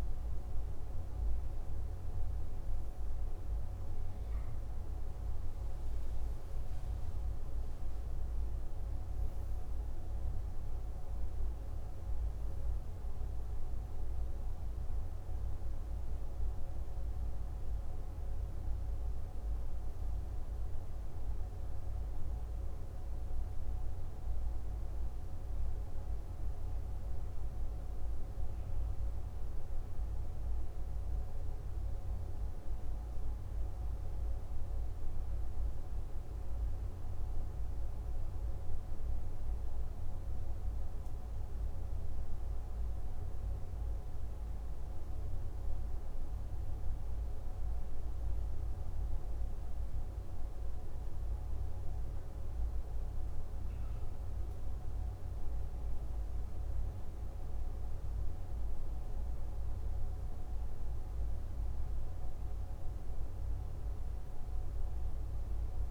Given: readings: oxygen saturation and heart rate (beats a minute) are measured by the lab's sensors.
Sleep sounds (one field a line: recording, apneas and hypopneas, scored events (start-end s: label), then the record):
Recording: breathing in sleep, hard to hear, by a room microphone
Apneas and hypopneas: none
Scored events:
none scored
From the record:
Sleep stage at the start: N2 (light sleep)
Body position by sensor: on the left side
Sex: male